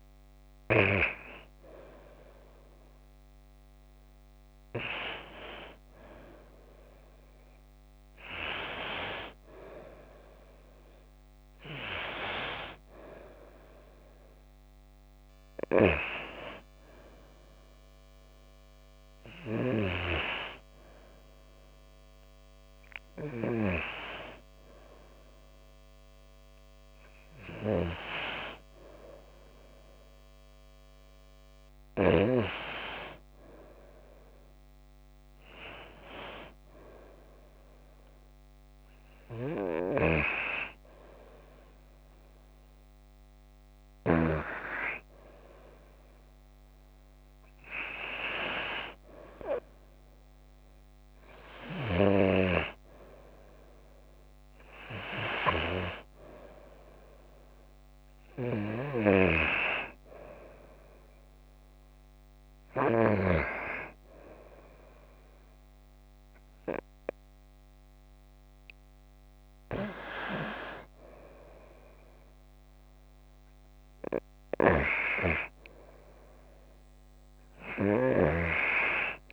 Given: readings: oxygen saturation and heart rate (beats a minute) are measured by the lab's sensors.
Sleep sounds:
breathing in sleep by a microphone on the trachea; none
0.00-18.50 s: oxygen desaturation (device-marked, oxygen 90% lowest, heart rate 51 extreme)
From the record:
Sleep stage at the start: N2 (light sleep); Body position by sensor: on the back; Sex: female

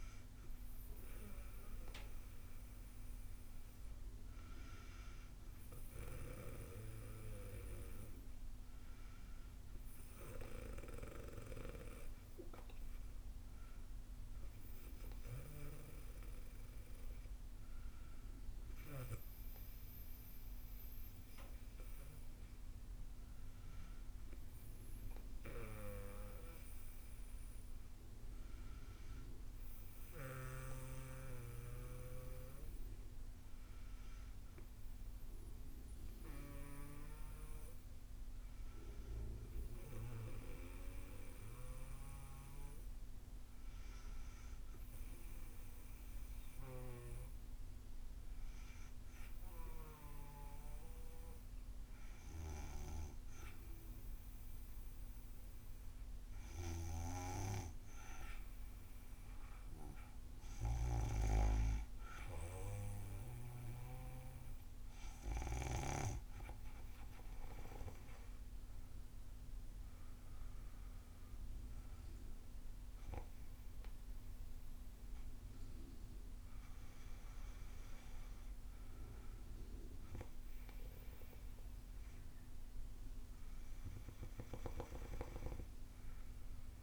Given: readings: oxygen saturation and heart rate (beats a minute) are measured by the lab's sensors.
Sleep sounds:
breathing in sleep by a room microphone; none
60.50-66.00 s: snoring (device-marked)
From the record:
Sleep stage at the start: N2 (light sleep); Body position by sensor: on the back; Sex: female

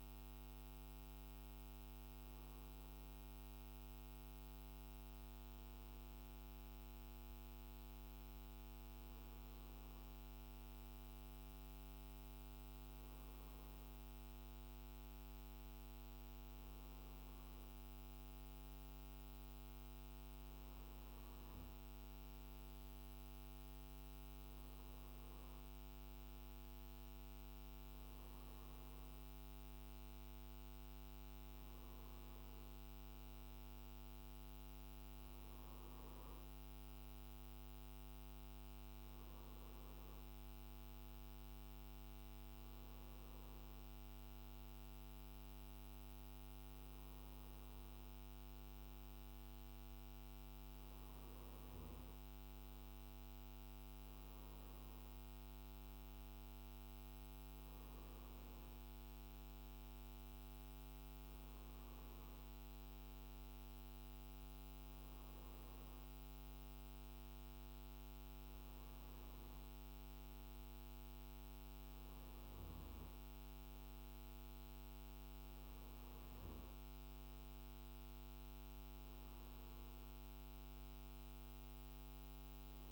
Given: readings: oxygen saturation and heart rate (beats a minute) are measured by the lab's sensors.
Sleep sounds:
breathing in sleep, hard to hear, by a microphone on the trachea; none
29.00-82.92 s: new sleep stage, N2 (light sleep)
From the record:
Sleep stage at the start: N1 (lightest sleep); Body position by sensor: on the right side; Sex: male

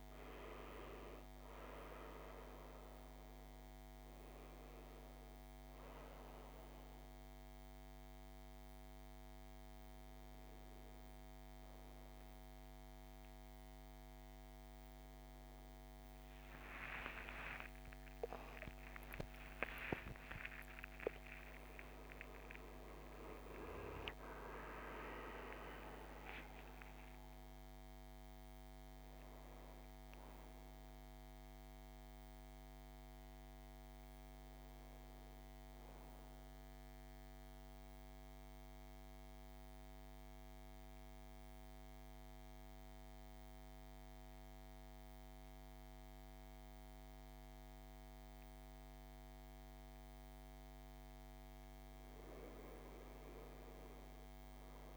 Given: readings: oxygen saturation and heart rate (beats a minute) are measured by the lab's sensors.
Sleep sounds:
breathing in sleep by a microphone on the trachea; 1
0.00-28.00 s: oxygen desaturation (device-marked, oxygen 88% lowest, heart rate 54 extreme)
13.00-43.00 s: new sleep stage, N1 (lightest sleep)
18.00-24.50 s: arousal
36.00-50.00 s: central apnea (oxygen 99% before, 87% lowest, heart rate 84 before, 53 extreme, up 3 after)
43.00-54.97 s: new sleep stage, N2 (light sleep)
52.00-54.97 s: arousal
From the record:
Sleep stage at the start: N2 (light sleep); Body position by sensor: on the right side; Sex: male

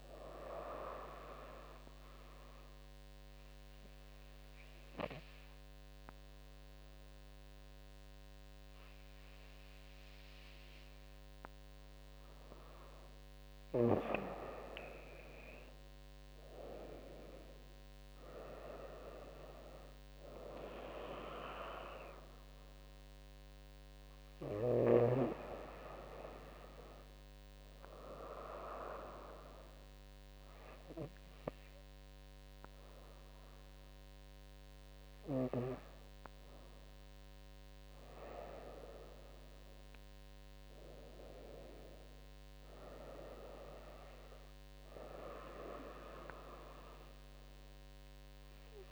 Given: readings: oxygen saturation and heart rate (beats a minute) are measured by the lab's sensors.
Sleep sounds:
breathing in sleep by a microphone on the trachea; 1
0.50-13.00 s: obstructive apnea (oxygen 97% before, 92% lowest, heart rate 78 before, 75 extreme, up 10 after)
14.00-26.00 s: drop in pulse transit time (device-marked, heart rate 79 before, 76 extreme)
14.50-18.00 s: arousal
22.00-32.00 s: oxygen desaturation (device-marked, oxygen 96% before, 92% lowest, heart rate 79 before, 76 extreme)
39.00-48.92 s: drop in pulse transit time (device-marked, heart rate 79 before, 79 extreme)
From the record:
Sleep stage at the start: N2 (light sleep); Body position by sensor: on the right side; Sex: female

